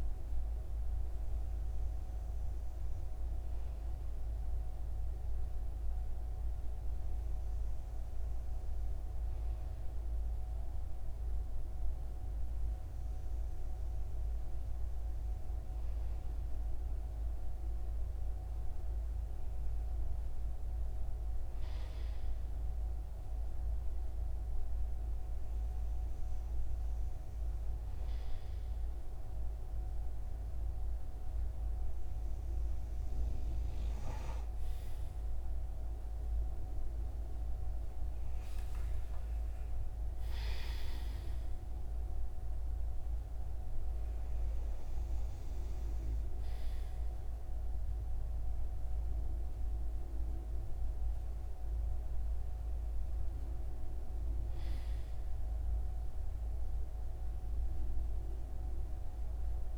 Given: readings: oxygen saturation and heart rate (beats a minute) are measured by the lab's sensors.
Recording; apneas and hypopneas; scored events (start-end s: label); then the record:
breathing in sleep, hard to hear, by a room microphone; none
none scored
From the record:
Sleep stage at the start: REM sleep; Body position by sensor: on the right side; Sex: male